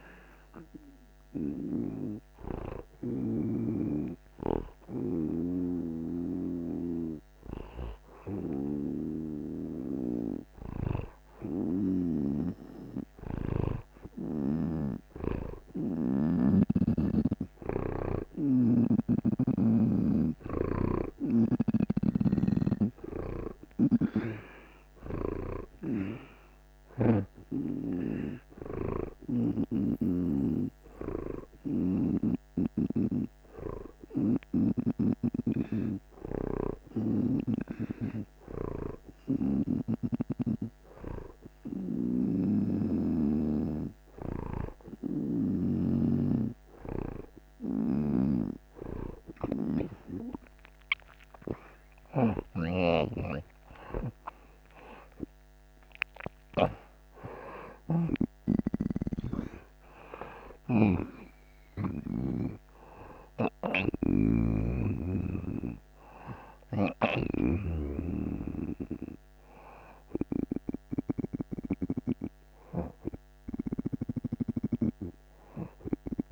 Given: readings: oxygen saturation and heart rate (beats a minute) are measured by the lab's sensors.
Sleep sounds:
breathing in sleep by a microphone on the trachea; none
0.00-3.50 s: snoring (device-marked)
0.00-5.00 s: oxygen desaturation (device-marked, oxygen 85% lowest)
5.50-15.00 s: snoring (device-marked)
30.00-42.00 s: oxygen desaturation (device-marked, oxygen 90% before, 86% lowest)
34.00-37.50 s: snoring (device-marked)
42.00-45.50 s: snoring (device-marked)
47.50-72.00 s: snoring (device-marked)
50.00-76.32 s: oxygen desaturation (device-marked, oxygen 92% before, 86% lowest)
51.50-56.00 s: arousal
From the record:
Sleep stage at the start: N2 (light sleep); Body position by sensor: on the right side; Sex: male

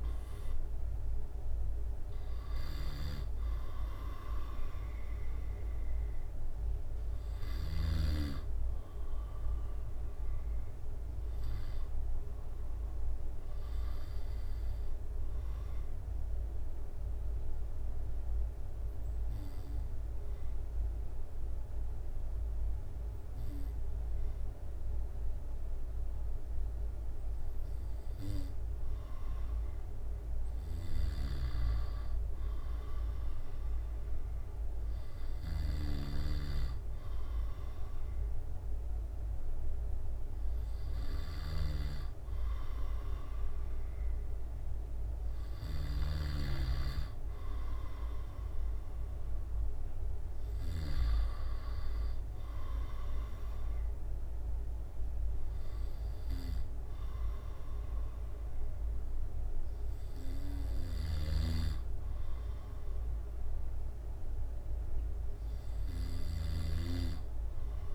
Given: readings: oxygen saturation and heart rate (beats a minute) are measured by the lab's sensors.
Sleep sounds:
breathing in sleep by a room microphone; 1
0.00-7.00 s: drop in pulse transit time (device-marked, heart rate 69 extreme)
15.50-30.00 s: obstructive apnea (oxygen 95% before, 93% lowest, heart rate 76 before, 64 extreme, up 3 after)
32.00-36.00 s: arousal
61.00-67.95 s: snoring (device-marked)
From the record:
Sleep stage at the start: N2 (light sleep); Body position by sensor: on the back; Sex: male

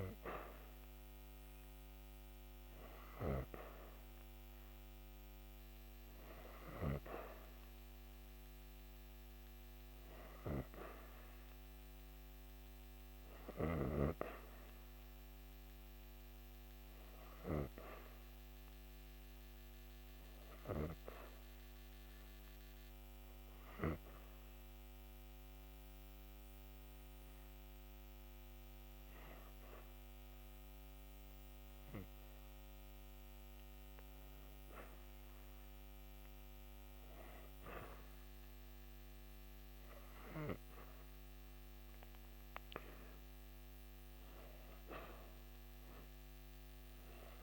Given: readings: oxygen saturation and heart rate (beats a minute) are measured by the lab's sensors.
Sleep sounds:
breathing in sleep by a microphone on the trachea; 1
0.00-9.50 s: oxygen desaturation (device-marked, oxygen 90% lowest)
9.00-12.50 s: arousal
15.00-33.50 s: hypopnea (oxygen 94% before, 91% lowest)
34.50-38.50 s: arousal
From the record:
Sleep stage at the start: REM sleep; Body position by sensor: on the back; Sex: female

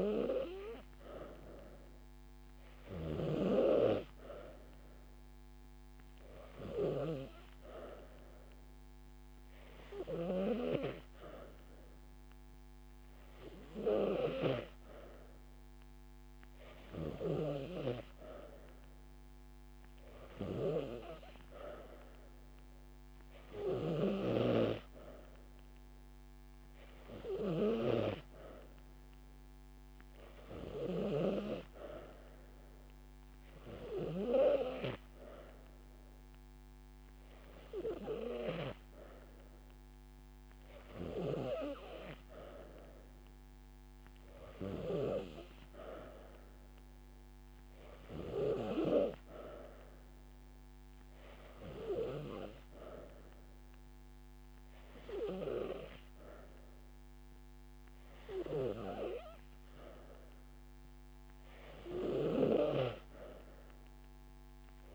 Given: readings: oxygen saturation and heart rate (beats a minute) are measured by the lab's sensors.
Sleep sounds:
breathing in sleep by a microphone on the trachea; none
30.00-42.00 s: drop in pulse transit time (device-marked)
37.00-39.00 s: long interval between heartbeats (device-marked)
From the record:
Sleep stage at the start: N3 (deep sleep); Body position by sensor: on the back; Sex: female

